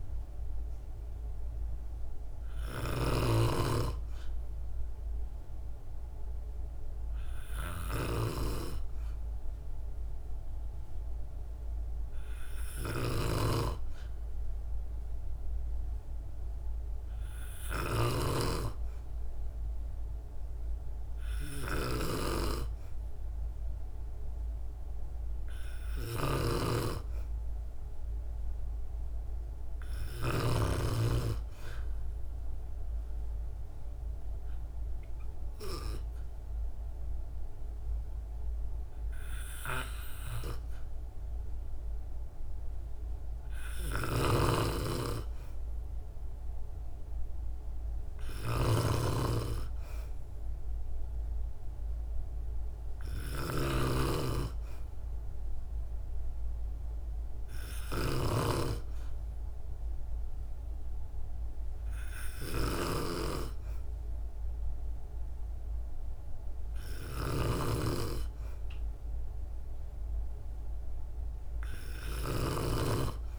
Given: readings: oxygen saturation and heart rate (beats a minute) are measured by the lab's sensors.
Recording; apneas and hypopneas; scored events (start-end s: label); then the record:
breathing in sleep by a room microphone; 1
0.00-30.00 s: snoring (device-marked)
32.00-43.50 s: obstructive apnea (oxygen 96% before, 94% lowest, heart rate 61 before, 59 extreme, up 2 after)
43.50-73.39 s: snoring (device-marked)
46.00-49.50 s: arousal
From the record:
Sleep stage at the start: N2 (light sleep); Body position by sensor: on the back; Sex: female